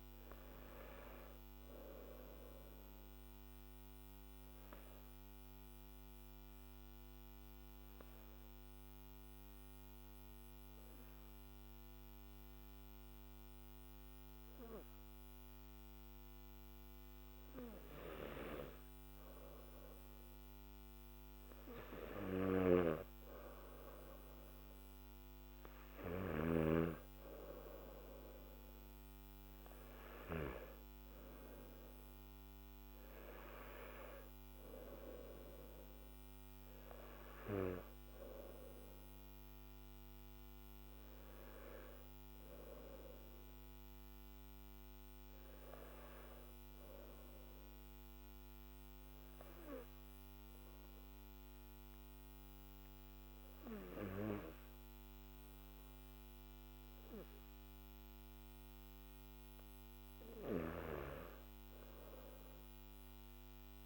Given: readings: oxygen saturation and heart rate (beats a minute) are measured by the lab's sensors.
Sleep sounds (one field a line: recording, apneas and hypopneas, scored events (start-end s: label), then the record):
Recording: breathing in sleep by a microphone on the trachea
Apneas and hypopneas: 2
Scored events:
0.00-17.00 s: oxygen desaturation (device-marked, oxygen 92% lowest, heart rate 51 extreme)
2.00-18.50 s: obstructive apnea (oxygen 97% before, 92% lowest, heart rate 56 before, 51 extreme, up 3 after)
21.50-26.00 s: snoring (device-marked)
45.50-59.50 s: obstructive apnea (oxygen 98% before, 91% lowest, heart rate 55 before, 50 extreme, up 8 after)
From the record:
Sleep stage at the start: N1 (lightest sleep)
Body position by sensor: on the back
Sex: male